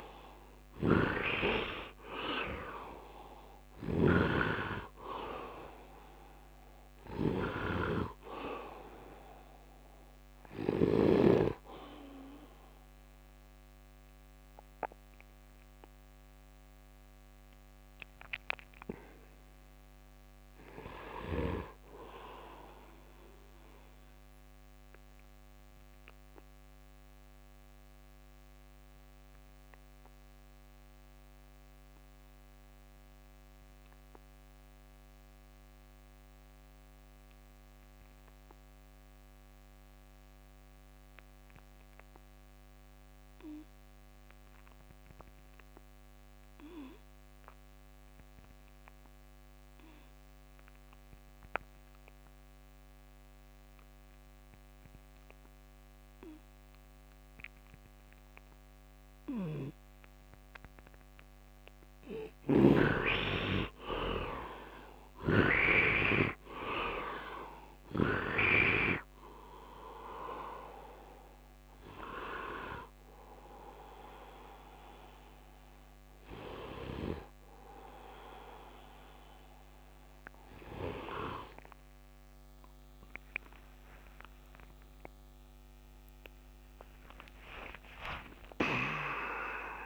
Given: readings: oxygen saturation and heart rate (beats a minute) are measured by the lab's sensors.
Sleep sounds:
breathing in sleep by a microphone on the trachea; 1
0.00-4.00 s: arousal
0.00-11.00 s: snoring (device-marked)
0.00-25.00 s: oxygen desaturation (device-marked, oxygen 80% lowest, heart rate 65 extreme)
12.50-61.50 s: obstructive apnea (oxygen 97% before, 73% lowest, heart rate 81 before, 65 extreme, up 9 after)
43.00-89.86 s: oxygen desaturation (device-marked, oxygen 98% before, 73% lowest, heart rate 71 before, 66 extreme)
62.00-65.50 s: snoring (device-marked)
64.00-68.50 s: arousal
84.00-89.86 s: new sleep stage, N1 (lightest sleep)
88.00-89.86 s: arousal
From the record:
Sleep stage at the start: N2 (light sleep); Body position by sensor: on the right side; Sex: male

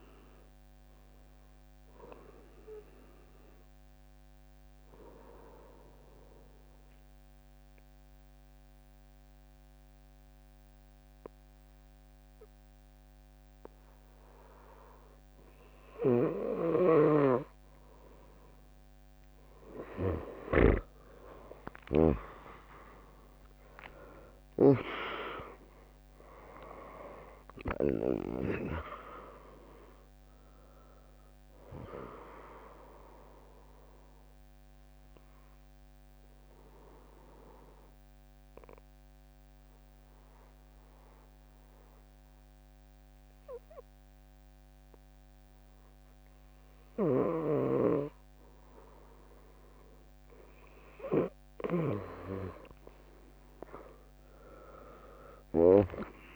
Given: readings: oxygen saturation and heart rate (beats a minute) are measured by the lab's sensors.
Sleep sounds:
breathing in sleep by a microphone on the trachea; 2
0.00-11.00 s: drop in pulse transit time (device-marked, heart rate 74 before, 76 extreme)
0.00-12.00 s: oxygen desaturation (device-marked, oxygen 99% before, 95% lowest, heart rate 73 before, 59 extreme)
3.50-16.00 s: mixed apnea (oxygen 99% before, 95% lowest, heart rate 73 before, 59 extreme)
13.00-15.00 s: bradycardia (device-marked, heart rate 77 before, 66 extreme)
21.50-26.00 s: arousal
27.00-42.00 s: drop in pulse transit time (device-marked, heart rate 69 before, 75 extreme)
32.50-50.00 s: mixed apnea (oxygen 99% before, 96% lowest, heart rate 69 before, 60 extreme, up 6 after)
52.50-56.00 s: arousal
From the record:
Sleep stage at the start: N2 (light sleep); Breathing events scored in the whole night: 409 in 4.5 hours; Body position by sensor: on the right side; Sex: female

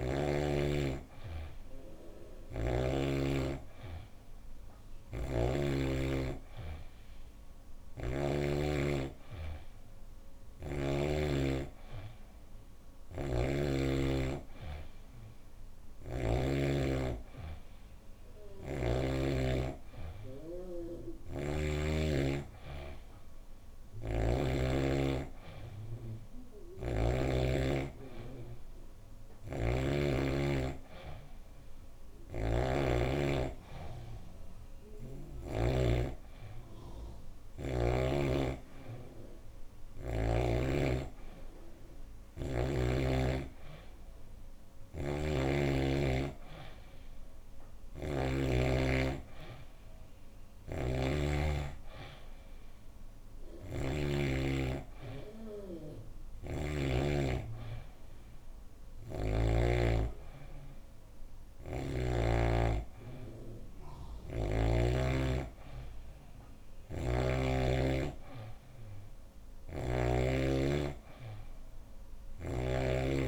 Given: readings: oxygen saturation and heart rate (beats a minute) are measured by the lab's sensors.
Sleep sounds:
breathing in sleep by a room microphone; none
4.50-8.00 s: snoring (device-marked)
12.50-16.00 s: snoring (device-marked)
20.50-24.00 s: snoring (device-marked)
26.00-35.50 s: snoring (device-marked)
50.00-56.50 s: snoring (device-marked)
61.00-64.50 s: snoring (device-marked)
69.00-72.50 s: snoring (device-marked)
From the record:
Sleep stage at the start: N3 (deep sleep); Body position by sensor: on the back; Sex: female

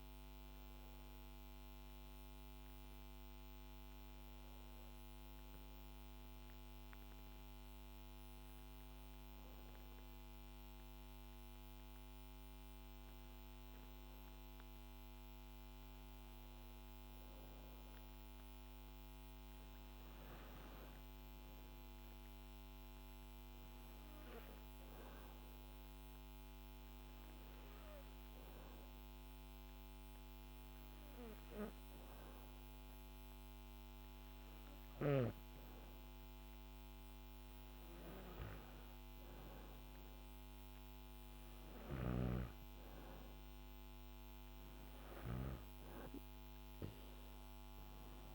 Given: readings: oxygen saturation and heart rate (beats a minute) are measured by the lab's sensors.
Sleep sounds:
breathing in sleep by a microphone on the trachea; 2
0.00-2.50 s: arousal
5.50-15.50 s: obstructive apnea (oxygen 100% before, 96% lowest, heart rate 83 before, 65 extreme, up 1 after)
16.50-21.00 s: arousal
17.50-48.35 s: new sleep stage, N2 (light sleep)
24.00-36.50 s: obstructive apnea (oxygen 100% before, 94% lowest, heart rate 66 before, 66 extreme, up 3 after)
39.50-43.00 s: arousal
From the record:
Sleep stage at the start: N1 (lightest sleep); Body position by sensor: on the back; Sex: female

